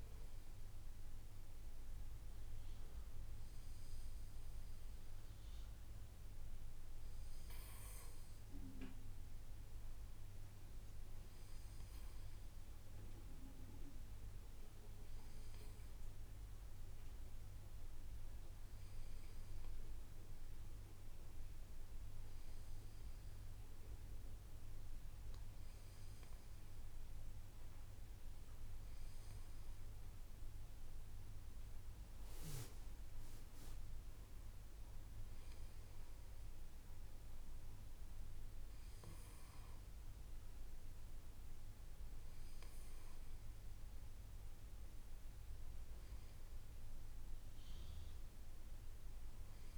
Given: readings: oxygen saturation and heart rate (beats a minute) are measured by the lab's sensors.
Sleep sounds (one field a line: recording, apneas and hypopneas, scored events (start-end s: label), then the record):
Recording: breathing in sleep, hard to hear, by a room microphone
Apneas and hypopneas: none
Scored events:
none scored
From the record:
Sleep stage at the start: N2 (light sleep)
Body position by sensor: on the back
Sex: male